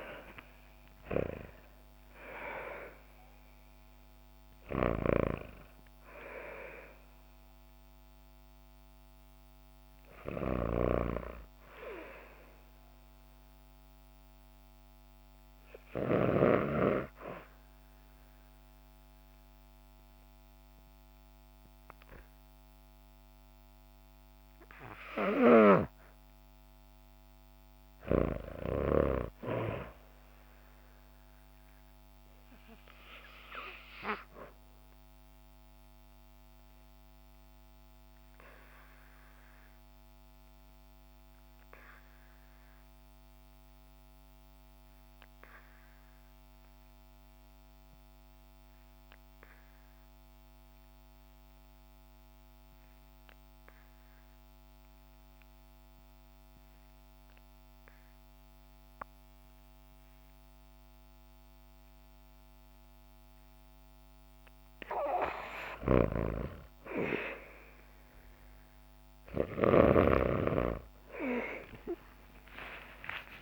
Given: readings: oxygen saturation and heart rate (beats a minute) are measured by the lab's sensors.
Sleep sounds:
breathing in sleep by a microphone on the trachea; 1
0.00-2.50 s: arousal
0.00-25.50 s: oxygen desaturation (device-marked, oxygen 77% lowest, heart rate 52 extreme)
10.50-16.50 s: snoring (device-marked)
34.50-64.00 s: obstructive apnea (oxygen 99% before, 75% lowest, heart rate 62 before, 52 extreme, up 6 after)
51.50-73.42 s: oxygen desaturation (device-marked, oxygen 97% before, 75% lowest, heart rate 61 before, 52 extreme)
65.50-70.00 s: snoring (device-marked)
70.50-73.42 s: arousal
From the record:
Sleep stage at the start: REM sleep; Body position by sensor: on the back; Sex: female

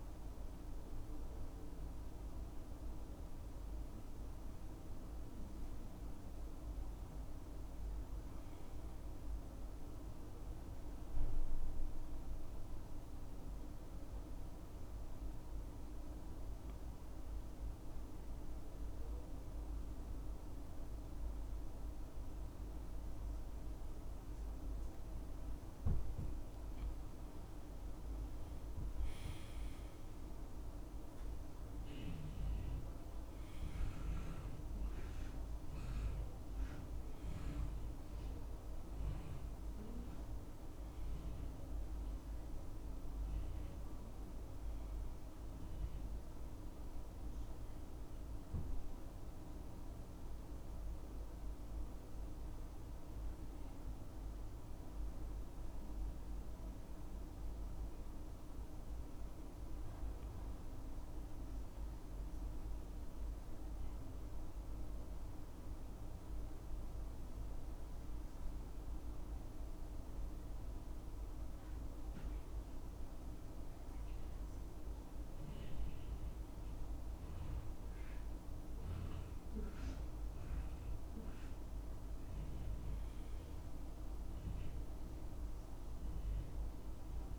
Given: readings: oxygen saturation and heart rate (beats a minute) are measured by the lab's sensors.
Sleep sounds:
breathing in sleep, hard to hear, by a room microphone; 2
0.00-13.50 s: oxygen desaturation (device-marked, oxygen 91% lowest, heart rate 64 extreme)
10.50-24.50 s: obstructive apnea (oxygen 96% before, 90% lowest, heart rate 67 before, 66 extreme, up 5 after)
27.50-32.00 s: arousal
31.50-59.50 s: oxygen desaturation (device-marked, oxygen 96% before, 90% lowest, heart rate 67 before, 65 extreme)
48.00-58.00 s: obstructive apnea (oxygen 96% before, 90% lowest, heart rate 68 before, 65 extreme, up 3 after)
61.00-63.50 s: arousal
From the record:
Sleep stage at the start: N2 (light sleep); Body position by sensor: on the back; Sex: male

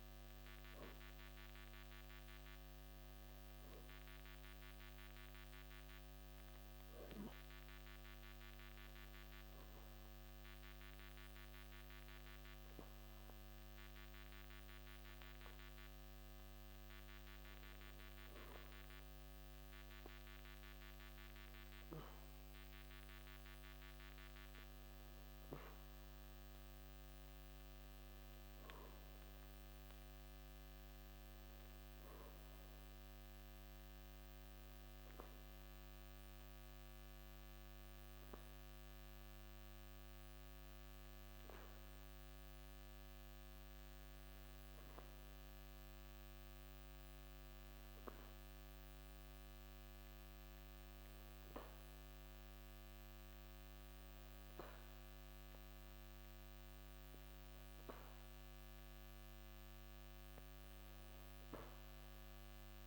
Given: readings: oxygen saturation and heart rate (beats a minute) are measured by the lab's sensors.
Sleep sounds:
breathing in sleep, hard to hear, by a microphone on the trachea; none
0.00-16.50 s: oxygen desaturation (device-marked, oxygen 92% lowest, heart rate 54 extreme)
From the record:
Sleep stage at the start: N2 (light sleep); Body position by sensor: on the back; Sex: male

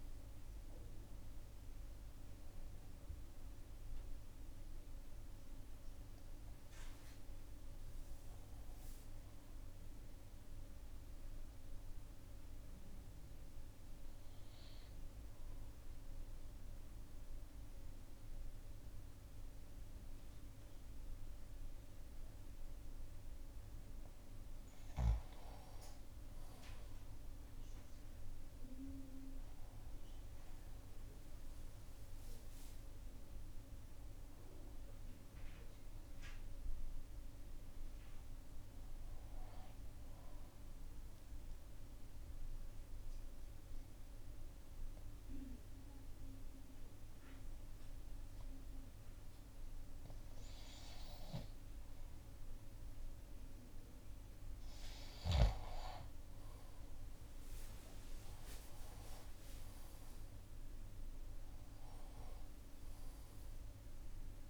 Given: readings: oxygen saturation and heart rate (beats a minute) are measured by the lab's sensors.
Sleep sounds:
breathing in sleep, hard to hear, by a room microphone; 2
0.00-11.00 s: drop in pulse transit time (device-marked, heart rate 61 extreme)
0.00-19.00 s: oxygen desaturation (device-marked, oxygen 87% lowest, heart rate 57 extreme)
9.00-23.00 s: central apnea (oxygen 97% before, 87% lowest, heart rate 63 before, 57 extreme, up 5 after)
25.50-31.00 s: arousal
33.00-50.00 s: oxygen desaturation (device-marked, oxygen 97% before, 89% lowest, heart rate 60 before, 58 extreme)
40.00-53.50 s: obstructive apnea (oxygen 97% before, 89% lowest, heart rate 61 before, 58 extreme, up 7 after)
55.50-58.00 s: arousal
61.00-64.50 s: oxygen desaturation (device-marked, oxygen 96% before, 89% lowest, heart rate 60 before, 58 extreme)
From the record:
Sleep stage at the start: N2 (light sleep); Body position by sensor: on the left side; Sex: male

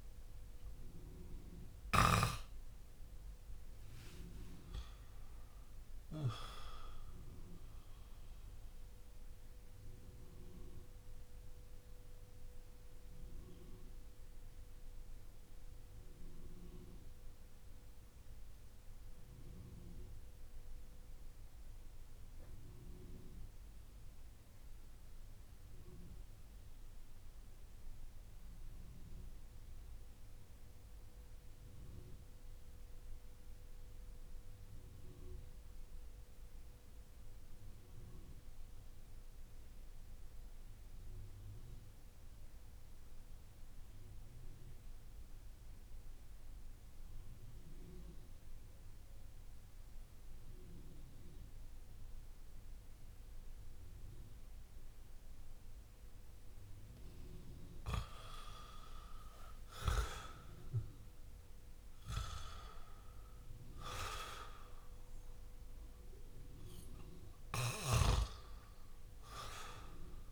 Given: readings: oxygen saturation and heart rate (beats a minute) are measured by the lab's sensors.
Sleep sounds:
breathing in sleep by a room microphone; 1
0.00-22.00 s: oxygen desaturation (device-marked, oxygen 89% lowest)
8.50-55.00 s: mixed apnea (oxygen 96% before, 88% lowest)
41.00-70.32 s: oxygen desaturation (device-marked, oxygen 98% before, 90% lowest)
56.50-61.50 s: arousal
From the record:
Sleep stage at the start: N2 (light sleep); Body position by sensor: on the back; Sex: male

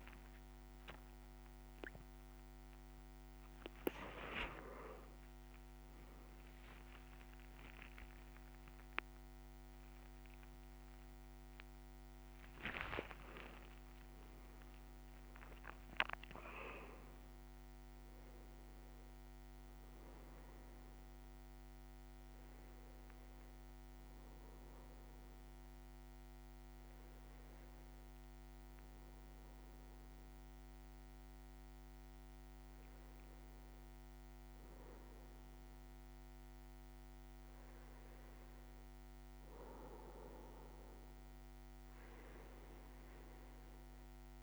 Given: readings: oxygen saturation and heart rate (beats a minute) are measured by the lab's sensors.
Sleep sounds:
a person partly awake in a sleep study, by a microphone on the trachea; none
0.00-10.50 s: oxygen desaturation (device-marked, oxygen 94% lowest, heart rate 60 extreme)
1.00-3.00 s: long interval between heartbeats (device-marked, heart rate 60 before, 69 extreme)
3.50-19.50 s: drop in pulse transit time (device-marked, heart rate 62 before, 73 extreme)
5.00-13.50 s: leg movement (device-marked)
6.50-44.43 s: new sleep stage, N1 (lightest sleep)
7.00-9.00 s: long interval between heartbeats (device-marked, heart rate 65 before, 98 extreme)
From the record:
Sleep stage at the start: awake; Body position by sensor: on the back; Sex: male

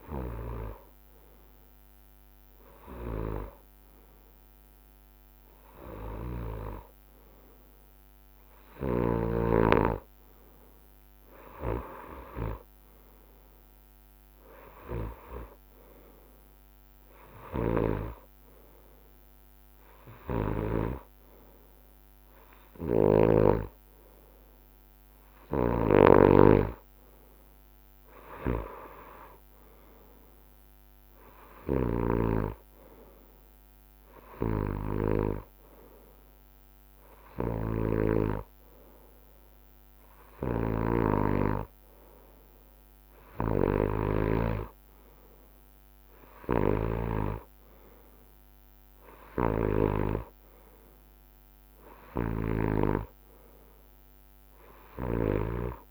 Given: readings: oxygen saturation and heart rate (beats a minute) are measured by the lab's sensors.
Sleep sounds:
breathing in sleep by a microphone on the trachea; none
25.00-33.00 s: drop in pulse transit time (device-marked, heart rate 67 before, 67 extreme)
From the record:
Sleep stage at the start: N2 (light sleep); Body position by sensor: on the right side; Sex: male

